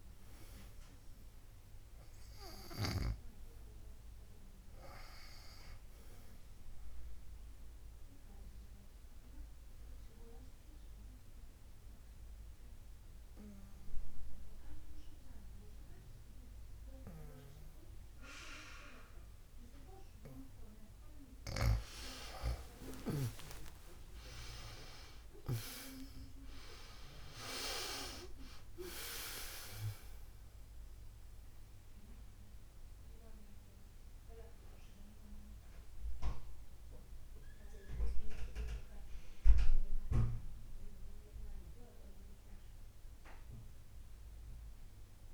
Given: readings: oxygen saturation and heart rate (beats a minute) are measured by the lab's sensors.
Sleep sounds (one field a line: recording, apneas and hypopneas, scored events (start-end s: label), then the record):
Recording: breathing in sleep by a room microphone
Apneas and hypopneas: 1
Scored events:
0.00-1.50 s: arousal
8.50-21.50 s: obstructive apnea (oxygen 97% before, 90% lowest, heart rate 60 before, 55 extreme, up 43 after)
21.00-45.34 s: new sleep stage, N1 (lightest sleep)
23.00-28.00 s: arousal
30.00-45.34 s: oxygen desaturation (device-marked, oxygen 96% before, 90% lowest, heart rate 67 before, 55 extreme)
From the record:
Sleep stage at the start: N2 (light sleep)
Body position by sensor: on the back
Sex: female